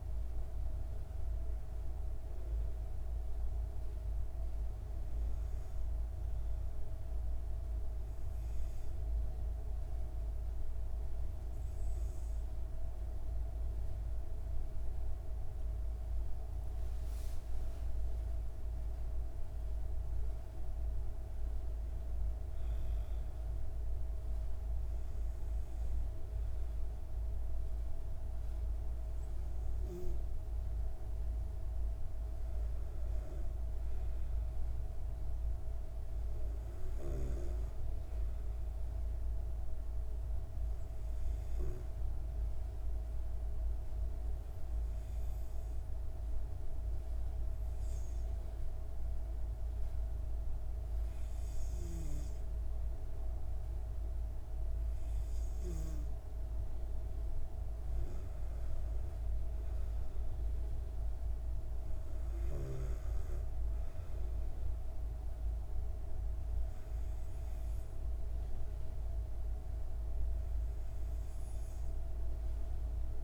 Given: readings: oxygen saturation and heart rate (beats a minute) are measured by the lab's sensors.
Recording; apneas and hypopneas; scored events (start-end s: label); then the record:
breathing in sleep, hard to hear, by a room microphone; 2
3.50-14.00 s: hypopnea (oxygen 99% before, 94% lowest)
16.00-20.00 s: arousal
42.50-55.50 s: hypopnea (oxygen 97% before, 94% lowest)
57.50-61.00 s: arousal
From the record:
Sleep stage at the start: N2 (light sleep); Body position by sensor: on the back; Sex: female